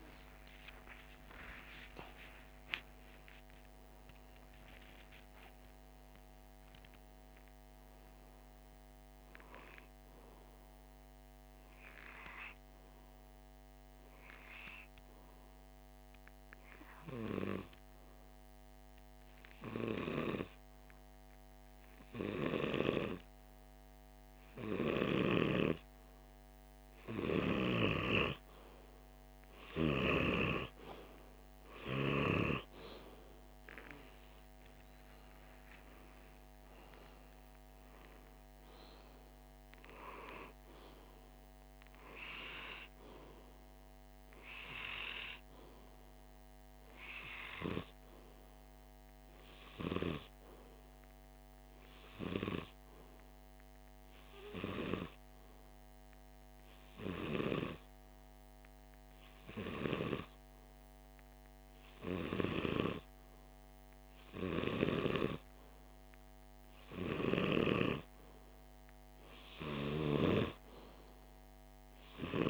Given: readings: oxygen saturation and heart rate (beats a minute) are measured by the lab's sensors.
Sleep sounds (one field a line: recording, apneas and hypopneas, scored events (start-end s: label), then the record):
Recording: a person partly awake in a sleep study, by a microphone on the trachea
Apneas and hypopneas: 2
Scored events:
13.00-43.00 s: new sleep stage, N1 (lightest sleep)
14.00-27.50 s: hypopnea (oxygen 97% before, 93% lowest, heart rate 62 before, 47 extreme, up 2 after)
29.50-34.50 s: arousal
43.00-72.49 s: new sleep stage, N2 (light sleep)
44.00-49.00 s: oxygen desaturation (device-marked, oxygen 97% before, 93% lowest, heart rate 49 before, 47 extreme)
54.00-67.00 s: hypopnea (oxygen 97% before, 94% lowest, heart rate 49 before, 48 extreme, up 1 after)
69.00-72.49 s: arousal
From the record:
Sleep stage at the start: awake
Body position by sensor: on the left side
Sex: male